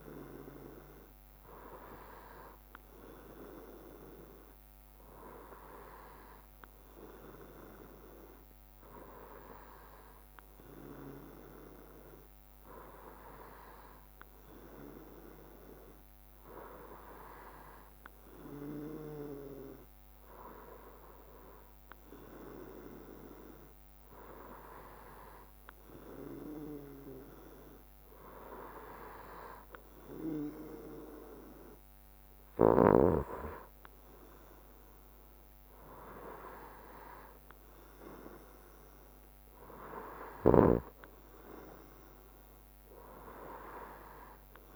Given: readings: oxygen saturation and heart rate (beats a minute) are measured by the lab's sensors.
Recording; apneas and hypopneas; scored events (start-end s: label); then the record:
breathing in sleep by a microphone on the trachea; none
none scored
From the record:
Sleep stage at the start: N3 (deep sleep); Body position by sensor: on the right side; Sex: male